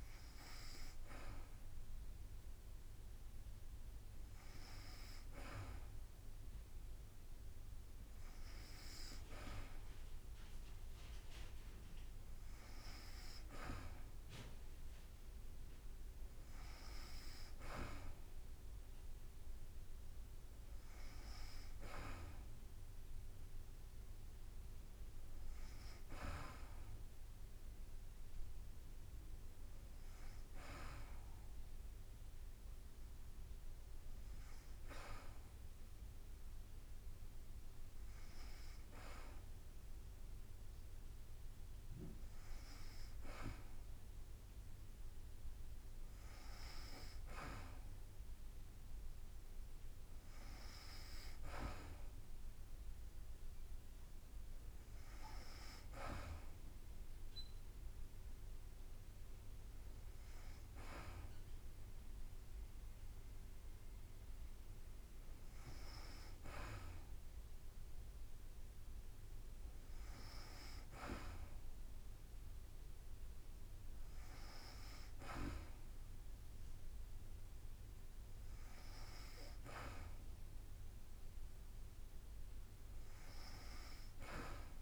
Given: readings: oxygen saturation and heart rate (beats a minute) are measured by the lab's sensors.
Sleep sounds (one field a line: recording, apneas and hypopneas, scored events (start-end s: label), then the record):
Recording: breathing in sleep by a room microphone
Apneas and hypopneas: none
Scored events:
13.50-24.50 s: drop in pulse transit time (device-marked, heart rate 53 before, 53 extreme)
57.50-73.50 s: drop in pulse transit time (device-marked, heart rate 52 before, 52 extreme)
From the record:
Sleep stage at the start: N2 (light sleep)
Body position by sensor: on the back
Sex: female